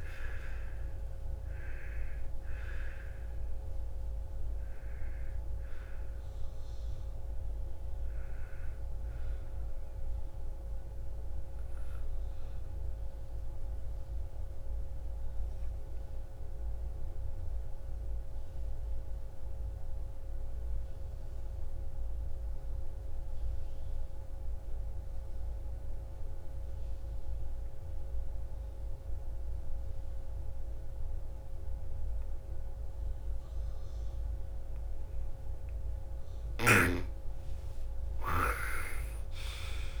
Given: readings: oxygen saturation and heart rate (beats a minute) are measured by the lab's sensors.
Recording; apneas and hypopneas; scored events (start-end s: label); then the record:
breathing in sleep by a room microphone; 1
0.00-16.50 s: oxygen desaturation (device-marked, oxygen 81% lowest, heart rate 55 extreme)
19.00-34.50 s: obstructive apnea (oxygen 99% before, 84% lowest, heart rate 68 before, 57 extreme, up 13 after)
33.50-40.00 s: oxygen desaturation (device-marked, oxygen 99% before, 84% lowest, heart rate 58 before, 50 extreme)
36.50-40.00 s: arousal
From the record:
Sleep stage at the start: N2 (light sleep); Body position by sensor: on the right side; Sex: female